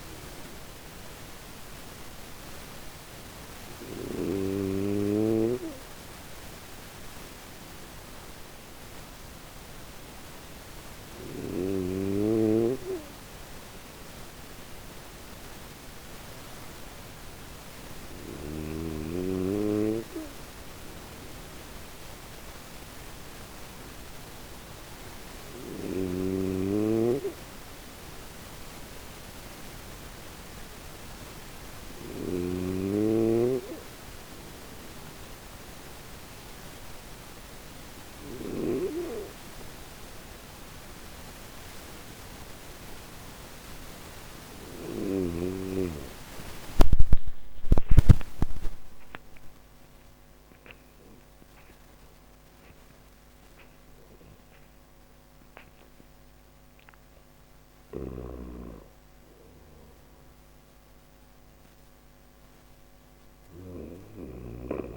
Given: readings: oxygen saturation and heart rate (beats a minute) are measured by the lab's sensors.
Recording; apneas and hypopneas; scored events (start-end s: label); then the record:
breathing in sleep by a microphone on the trachea; none
0.00-3.00 s: snoring (device-marked)
33.50-37.50 s: snoring (device-marked)
56.50-63.00 s: snoring (device-marked)
From the record:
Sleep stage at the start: N3 (deep sleep); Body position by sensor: on the back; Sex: male